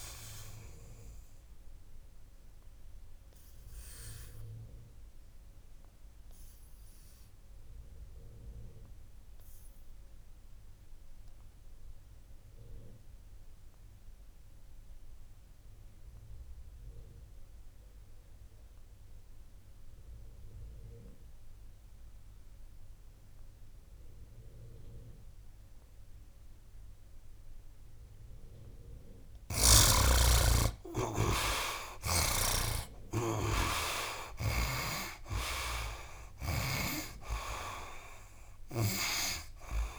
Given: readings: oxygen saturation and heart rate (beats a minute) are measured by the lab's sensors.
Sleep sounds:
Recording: breathing in sleep by a room microphone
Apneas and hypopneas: 1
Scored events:
0.00-17.00 s: oxygen desaturation (device-marked, oxygen 44% lowest, heart rate 65 extreme)
1.50-28.00 s: obstructive apnea (oxygen 74% before, 44% lowest, heart rate 85 before, 65 extreme, up 24 after)
25.00-39.99 s: oxygen desaturation (device-marked, oxygen 92% before, 52% lowest, heart rate 74 before, 68 extreme)
30.50-35.00 s: arousal
From the record:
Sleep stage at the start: REM sleep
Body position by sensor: on the right side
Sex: male

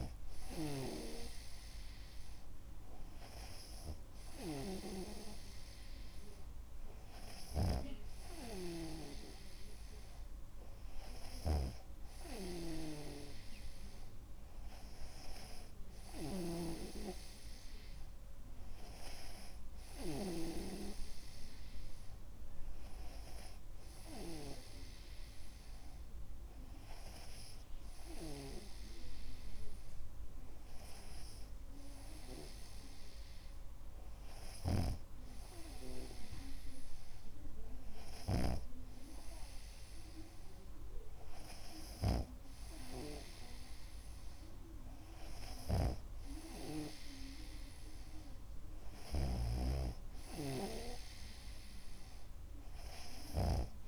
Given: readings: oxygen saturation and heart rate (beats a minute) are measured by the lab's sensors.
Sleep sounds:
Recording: breathing in sleep by a room microphone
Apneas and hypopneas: none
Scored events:
0.00-21.00 s: snoring (device-marked)
35.00-53.88 s: snoring (device-marked)
From the record:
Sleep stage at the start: N2 (light sleep)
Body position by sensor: on the back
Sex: male

